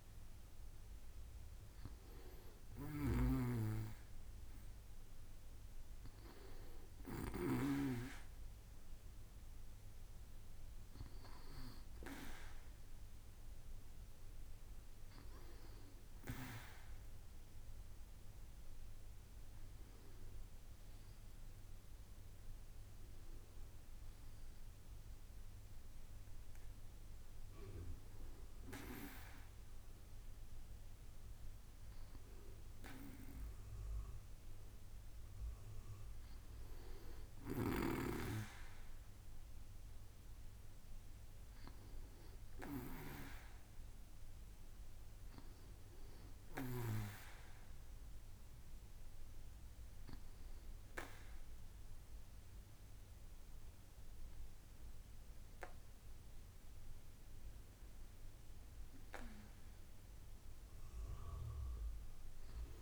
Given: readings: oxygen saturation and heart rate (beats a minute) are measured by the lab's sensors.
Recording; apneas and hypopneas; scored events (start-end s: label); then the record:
breathing in sleep by a room microphone; none
0.00-7.50 s: snoring (device-marked)
56.00-60.50 s: arousal
From the record:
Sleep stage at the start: N2 (light sleep); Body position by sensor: on the back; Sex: male